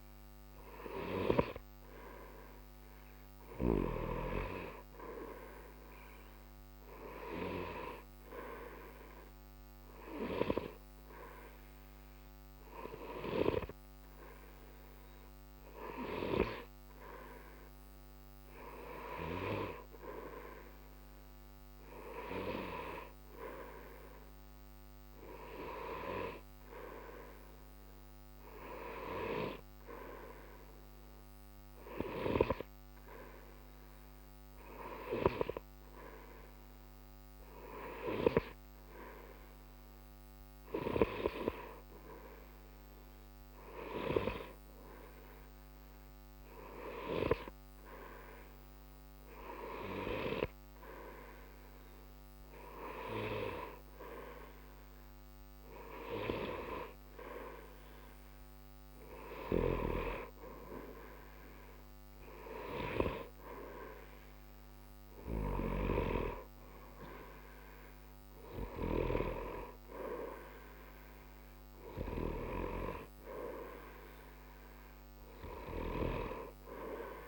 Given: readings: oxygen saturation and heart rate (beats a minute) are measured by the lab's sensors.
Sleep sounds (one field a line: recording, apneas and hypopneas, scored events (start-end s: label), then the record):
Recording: breathing in sleep by a microphone on the trachea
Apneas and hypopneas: 1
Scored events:
32.50-47.50 s: hypopnea (oxygen 94% before, 93% lowest, heart rate 60 before, 60 extreme, up 0 after)
51.00-54.50 s: arousal
From the record:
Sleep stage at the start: N2 (light sleep)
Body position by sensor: on the right side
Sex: male